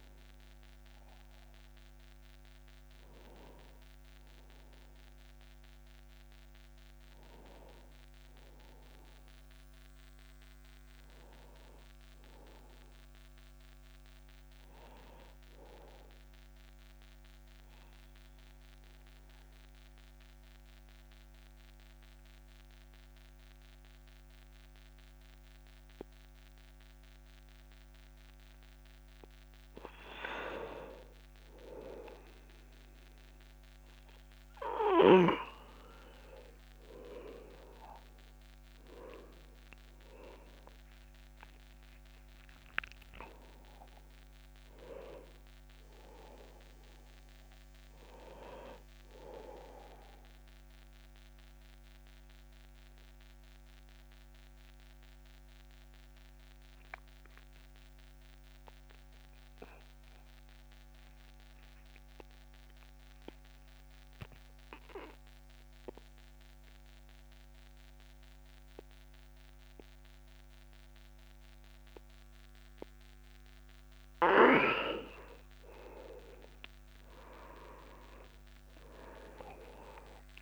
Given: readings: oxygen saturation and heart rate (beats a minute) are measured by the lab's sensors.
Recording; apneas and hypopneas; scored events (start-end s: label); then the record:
breathing in sleep by a microphone on the trachea; 2
0.00-7.50 s: oxygen desaturation (device-marked, oxygen 91% lowest, heart rate 30 extreme)
9.50-12.50 s: arousal
15.50-27.50 s: obstructive apnea (oxygen 99% before, 93% lowest, heart rate 44 before, 37 extreme, up 14 after)
30.00-33.50 s: arousal
37.50-51.50 s: oxygen desaturation (device-marked, oxygen 98% before, 94% lowest, heart rate 57 before, 40 extreme)
50.00-74.50 s: obstructive apnea (oxygen 99% before, 90% lowest, heart rate 61 before, 38 extreme)
72.50-80.42 s: oxygen desaturation (device-marked, oxygen 98% before, 90% lowest, heart rate 79 before, 37 extreme)
76.50-80.00 s: arousal
76.50-80.42 s: tachycardia (device-marked, heart rate 58 before, 132 extreme)
From the record:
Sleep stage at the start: N2 (light sleep); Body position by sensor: on the back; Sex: male